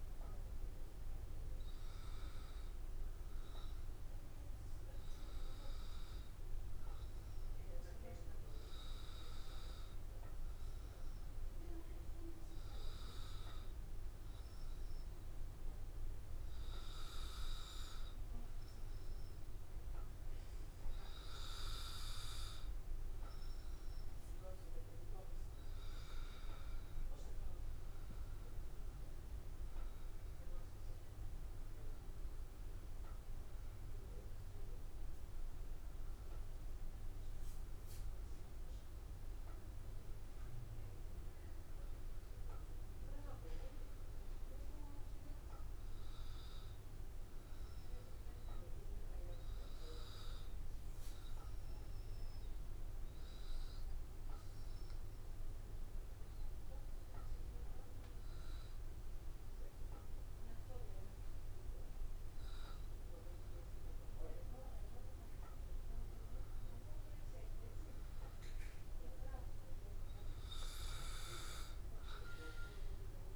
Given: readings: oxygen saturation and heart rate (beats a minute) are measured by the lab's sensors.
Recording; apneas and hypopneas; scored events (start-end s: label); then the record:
breathing in sleep by a room microphone; 1
31.00-33.00 s: long interval between heartbeats (device-marked, heart rate 81 before, 99 extreme)
49.50-64.50 s: hypopnea (oxygen 96% before, 94% lowest, heart rate 87 before, 78 extreme, up 1 after)
66.50-70.50 s: arousal
From the record:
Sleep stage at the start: N2 (light sleep); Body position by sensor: on the back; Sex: male